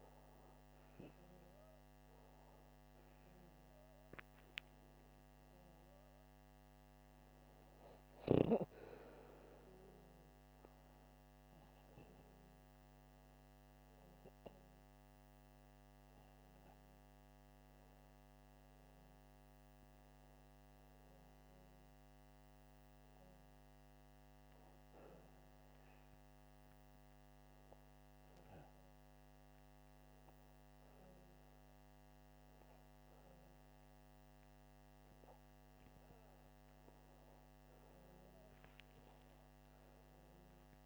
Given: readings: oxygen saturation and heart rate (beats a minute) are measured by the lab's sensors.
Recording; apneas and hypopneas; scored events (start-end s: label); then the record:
breathing in sleep by a microphone on the trachea; none
none scored
From the record:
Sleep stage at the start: N2 (light sleep); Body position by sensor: upright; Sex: male